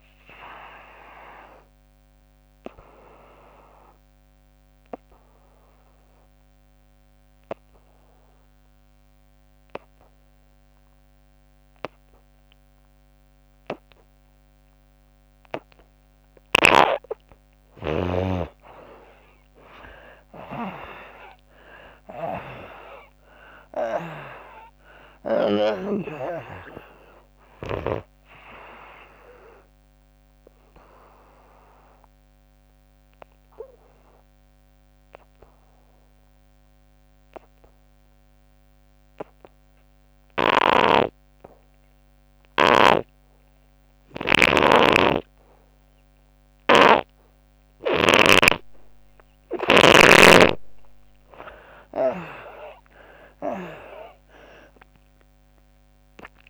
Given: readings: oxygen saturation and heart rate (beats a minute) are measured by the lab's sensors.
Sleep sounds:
breathing in sleep by a microphone on the trachea; 2
0.00-19.00 s: oxygen desaturation (device-marked, oxygen 77% lowest, heart rate 66 extreme)
2.00-16.50 s: obstructive apnea (oxygen 97% before, 77% lowest, heart rate 81 before, 66 extreme, up 24 after)
19.00-23.50 s: arousal
21.00-39.00 s: oxygen desaturation (device-marked, oxygen 96% before, 80% lowest, heart rate 75 before, 62 extreme)
30.50-48.50 s: obstructive apnea (oxygen 96% before, 79% lowest, heart rate 77 before, 62 extreme, up 26 after)
44.00-48.00 s: snoring (device-marked)
53.00-56.50 s: arousal
From the record:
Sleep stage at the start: N2 (light sleep); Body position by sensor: on the back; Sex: female

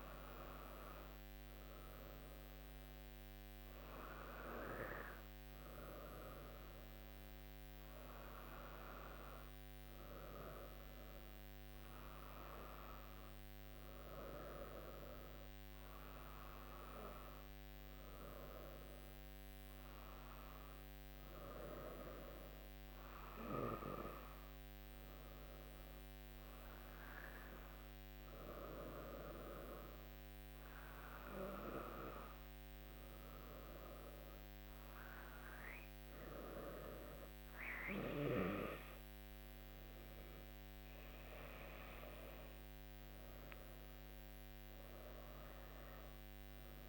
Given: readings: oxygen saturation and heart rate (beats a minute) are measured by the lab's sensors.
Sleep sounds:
breathing in sleep by a microphone on the trachea; none
none scored
From the record:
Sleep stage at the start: N2 (light sleep); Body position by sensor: on the right side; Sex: female

